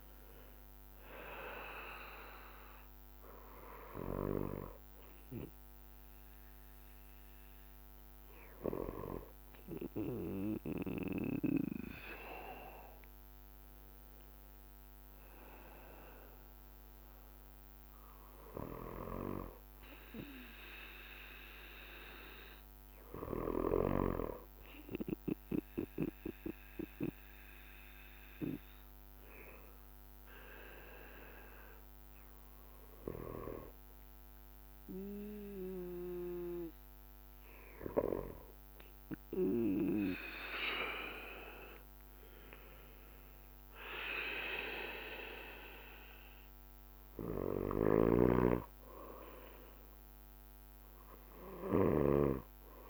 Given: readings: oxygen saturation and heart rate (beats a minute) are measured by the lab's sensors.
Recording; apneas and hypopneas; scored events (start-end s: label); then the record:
breathing in sleep by a microphone on the trachea; 1
0.00-6.50 s: drop in pulse transit time (device-marked, heart rate 54 extreme)
0.00-52.90 s: bradycardia (device-marked)
35.00-45.50 s: hypopnea (oxygen 93% before, 91% lowest, heart rate 54 before, 53 extreme, up 0 after)
48.00-51.50 s: arousal
From the record:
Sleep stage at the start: N2 (light sleep); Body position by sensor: on the back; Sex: male